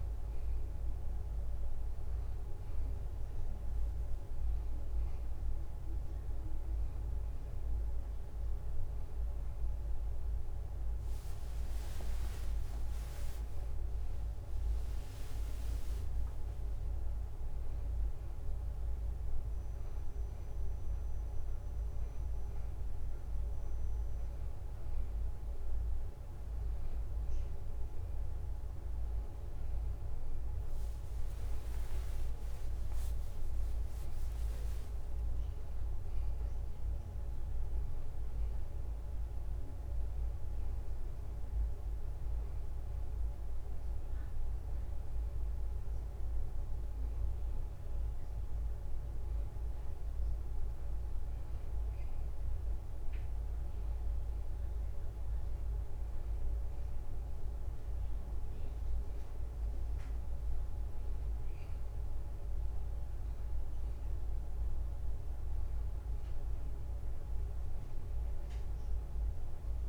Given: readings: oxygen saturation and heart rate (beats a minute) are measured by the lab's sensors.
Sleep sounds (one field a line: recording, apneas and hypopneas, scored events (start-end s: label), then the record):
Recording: breathing in sleep, hard to hear, by a room microphone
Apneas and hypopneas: none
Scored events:
none scored
From the record:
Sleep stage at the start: N2 (light sleep)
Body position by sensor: on the back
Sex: male